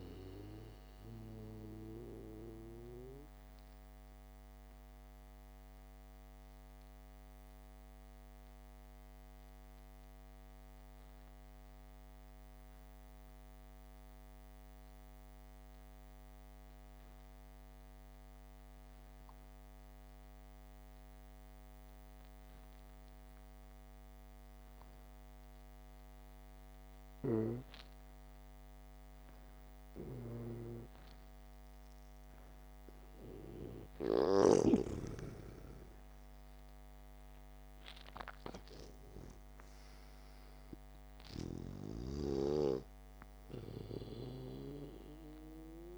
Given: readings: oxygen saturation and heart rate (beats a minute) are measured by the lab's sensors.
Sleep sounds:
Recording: breathing in sleep by a microphone on the trachea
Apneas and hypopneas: 1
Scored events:
0.00-16.00 s: oxygen desaturation (device-marked, oxygen 95% before, 88% lowest, heart rate 61 before, 56 extreme)
2.00-30.00 s: mixed apnea (oxygen 97% before, 88% lowest, heart rate 61 before, 56 extreme, up 0 after)
29.00-45.97 s: oxygen desaturation (device-marked, oxygen 99% before, 90% lowest, heart rate 66 before, 56 extreme)
34.00-38.50 s: arousal
From the record:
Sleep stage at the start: N2 (light sleep)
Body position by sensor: on the back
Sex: male

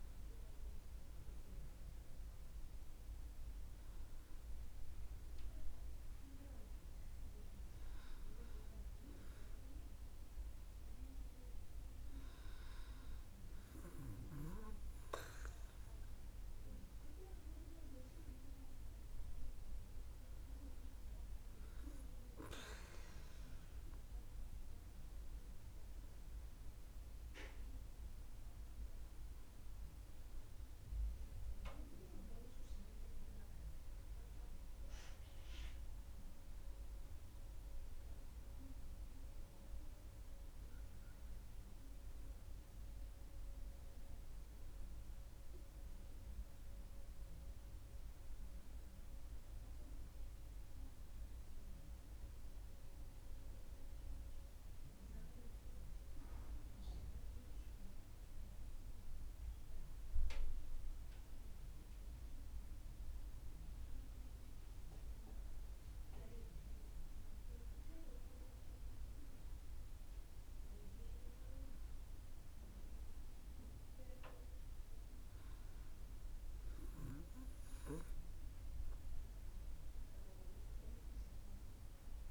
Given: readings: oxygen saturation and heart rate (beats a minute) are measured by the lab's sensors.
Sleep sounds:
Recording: breathing in sleep by a room microphone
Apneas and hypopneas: none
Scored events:
none scored
From the record:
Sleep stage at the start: N2 (light sleep)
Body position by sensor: on the back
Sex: female

